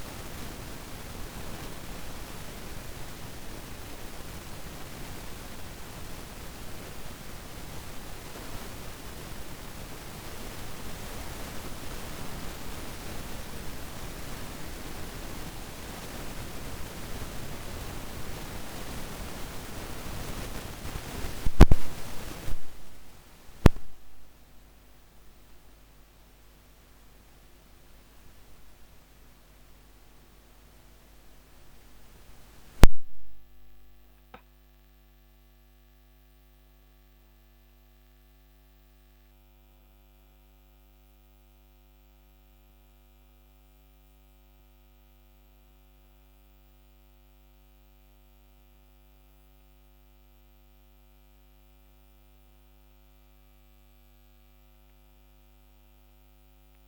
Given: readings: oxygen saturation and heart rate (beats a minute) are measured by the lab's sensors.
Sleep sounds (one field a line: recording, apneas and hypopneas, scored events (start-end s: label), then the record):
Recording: breathing in sleep by a microphone on the trachea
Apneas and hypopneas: none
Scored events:
none scored
From the record:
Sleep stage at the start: N2 (light sleep)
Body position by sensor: on the back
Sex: female